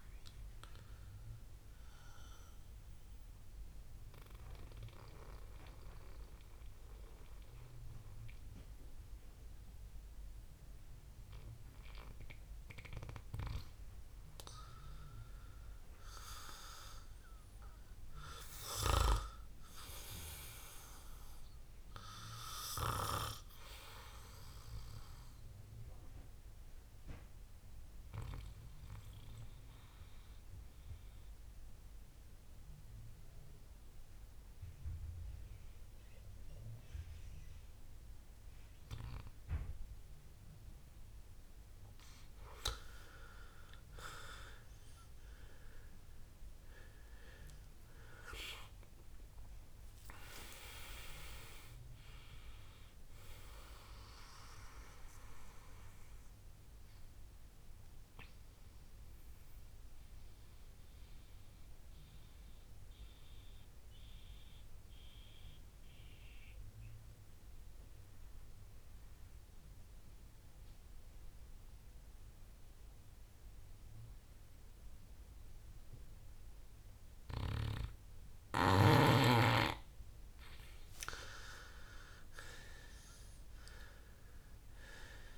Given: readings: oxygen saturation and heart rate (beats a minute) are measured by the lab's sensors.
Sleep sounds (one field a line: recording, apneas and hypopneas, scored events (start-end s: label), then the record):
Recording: breathing in sleep by a room microphone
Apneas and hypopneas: 3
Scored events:
0.00-8.00 s: oxygen desaturation (device-marked, oxygen 92% lowest, heart rate 63 extreme)
1.50-13.50 s: central apnea (oxygen 97% before, 92% lowest, heart rate 72 before, 63 extreme, up 8 after)
16.50-20.50 s: arousal
26.00-42.00 s: mixed apnea (oxygen 98% before, 92% lowest, heart rate 68 before, 62 extreme, up 10 after)
42.50-46.00 s: arousal
49.00-65.00 s: oxygen desaturation (device-marked, oxygen 97% before, 93% lowest, heart rate 69 before, 62 extreme)
56.00-77.00 s: mixed apnea (oxygen 97% before, 92% lowest, heart rate 73 before, 62 extreme, up 12 after)
79.00-81.00 s: arousal
From the record:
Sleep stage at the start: N2 (light sleep)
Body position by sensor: on the back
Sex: male